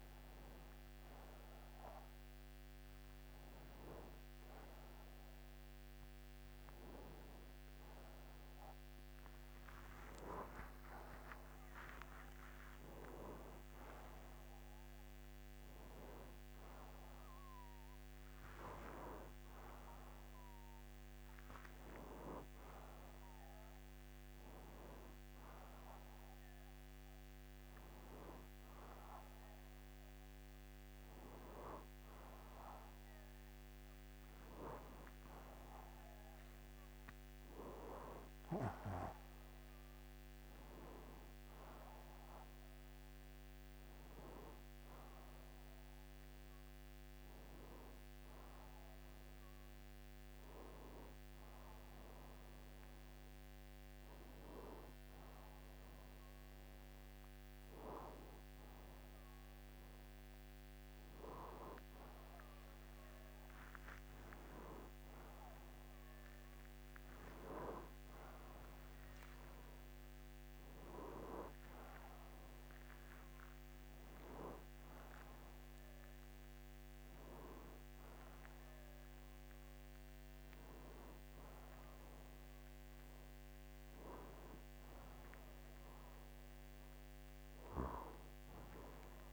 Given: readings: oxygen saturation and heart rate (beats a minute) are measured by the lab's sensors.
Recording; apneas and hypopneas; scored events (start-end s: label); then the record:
a person partly awake in a sleep study, by a microphone on the trachea; none
9.50-28.50 s: oxygen desaturation (device-marked, oxygen 96% before, 90% lowest, heart rate 95 before, 62 extreme)
23.50-83.50 s: new sleep stage, N1 (lightest sleep)
62.00-67.00 s: arousal
68.50-79.50 s: oxygen desaturation (device-marked, oxygen 94% before, 90% lowest)
83.50-89.33 s: new sleep stage, N2 (light sleep)
From the record:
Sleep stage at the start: awake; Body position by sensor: on the right side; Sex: male